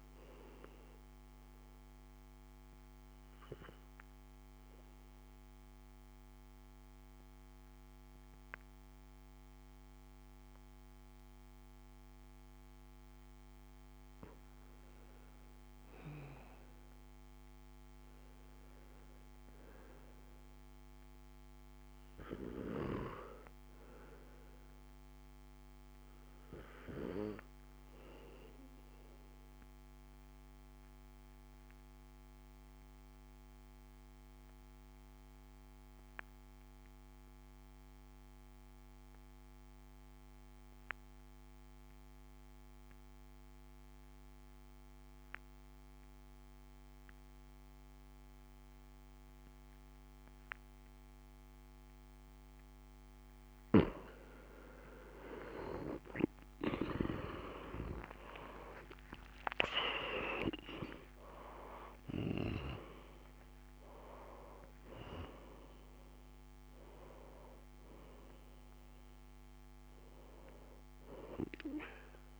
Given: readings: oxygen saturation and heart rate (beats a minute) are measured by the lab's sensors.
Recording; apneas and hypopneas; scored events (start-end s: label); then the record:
breathing in sleep by a microphone on the trachea; 2
0.00-5.50 s: oxygen desaturation (device-marked, oxygen 89% lowest, heart rate 54 extreme)
1.50-13.00 s: obstructive apnea (oxygen 93% before, 87% lowest, heart rate 60 before, 55 extreme, up 5 after)
15.00-19.50 s: arousal
30.00-52.00 s: obstructive apnea (oxygen 96% before, 87% lowest, heart rate 57 before, 57 extreme, up 19 after)
49.50-72.39 s: oxygen desaturation (device-marked, oxygen 95% before, 87% lowest, heart rate 58 before, 56 extreme)
56.50-63.00 s: arousal
56.50-72.39 s: new sleep stage, N1 (lightest sleep)
From the record:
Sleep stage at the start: N2 (light sleep); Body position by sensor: on the back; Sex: male